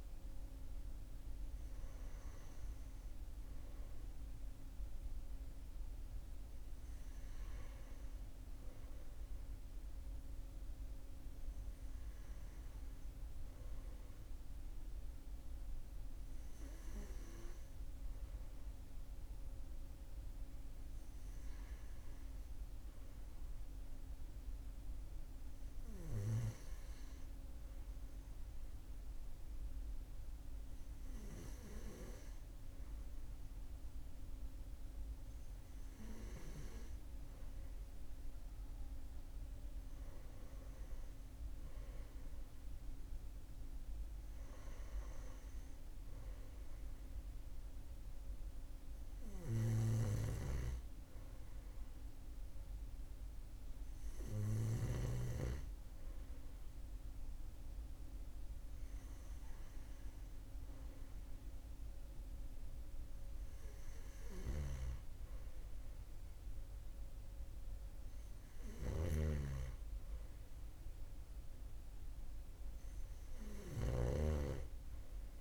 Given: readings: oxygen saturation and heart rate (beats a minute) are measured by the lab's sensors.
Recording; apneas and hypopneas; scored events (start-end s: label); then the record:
breathing in sleep by a room microphone; none
none scored
From the record:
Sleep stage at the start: N2 (light sleep); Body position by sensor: on the right side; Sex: male